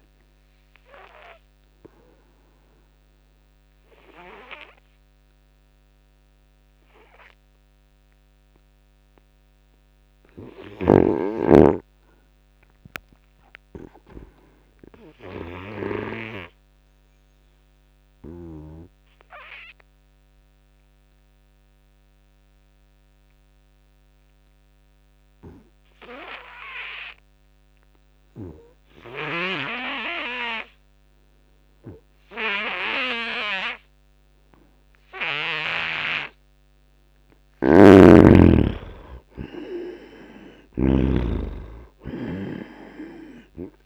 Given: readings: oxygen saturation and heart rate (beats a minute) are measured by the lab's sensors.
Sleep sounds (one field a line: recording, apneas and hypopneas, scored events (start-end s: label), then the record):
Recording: breathing in sleep by a microphone on the trachea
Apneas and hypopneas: 1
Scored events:
0.00-17.00 s: oxygen desaturation (device-marked, oxygen 77% lowest, heart rate 67 extreme)
1.50-35.50 s: obstructive apnea (oxygen 97% before, 77% lowest, heart rate 78 before, 73 extreme, up 16 after)
29.00-43.86 s: oxygen desaturation (device-marked, oxygen 97% before, 79% lowest, heart rate 85 before, 73 extreme)
37.50-39.50 s: long interval between heartbeats (device-marked, heart rate 81 before, 80 extreme)
37.50-41.00 s: snoring (device-marked)
37.50-41.50 s: arousal
From the record:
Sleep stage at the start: N2 (light sleep)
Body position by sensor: on the back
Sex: male